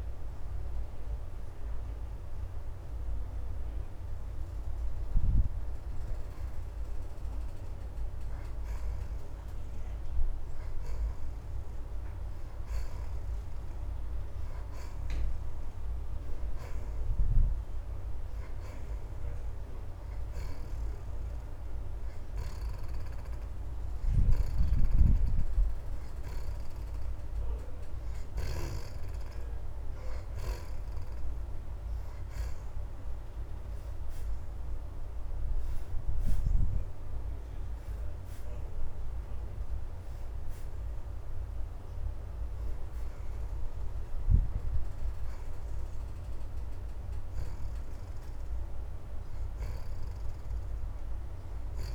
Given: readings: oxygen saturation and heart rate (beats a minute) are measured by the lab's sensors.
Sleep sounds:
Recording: breathing in sleep, hard to hear, by a room microphone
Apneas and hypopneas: none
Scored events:
0.00-7.00 s: oxygen desaturation (device-marked, oxygen 63% lowest)
29.00-51.95 s: oxygen desaturation (device-marked, oxygen 82% before, 66% lowest)
From the record:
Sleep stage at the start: N2 (light sleep)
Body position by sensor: on the back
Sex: female

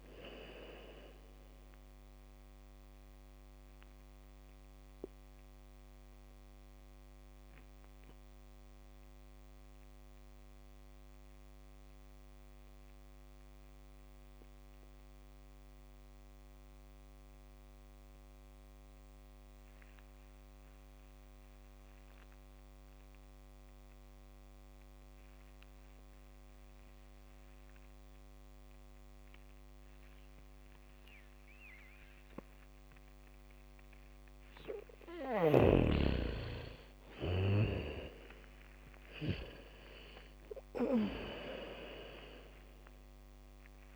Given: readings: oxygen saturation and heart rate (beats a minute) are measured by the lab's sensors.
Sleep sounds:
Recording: breathing in sleep by a microphone on the trachea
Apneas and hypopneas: 1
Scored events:
0.00-17.50 s: oxygen desaturation (device-marked, oxygen 70% lowest, heart rate 47 extreme)
3.50-34.00 s: mixed apnea (oxygen 99% before, 70% lowest, heart rate 62 before, 47 extreme, up 0 after)
26.50-40.50 s: bradycardia (device-marked, heart rate 70 before, 47 extreme)
31.50-43.96 s: oxygen desaturation (device-marked, oxygen 99% before, 74% lowest, heart rate 73 before, 47 extreme)
36.50-41.50 s: arousal
From the record:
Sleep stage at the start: N2 (light sleep)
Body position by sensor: on the back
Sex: female

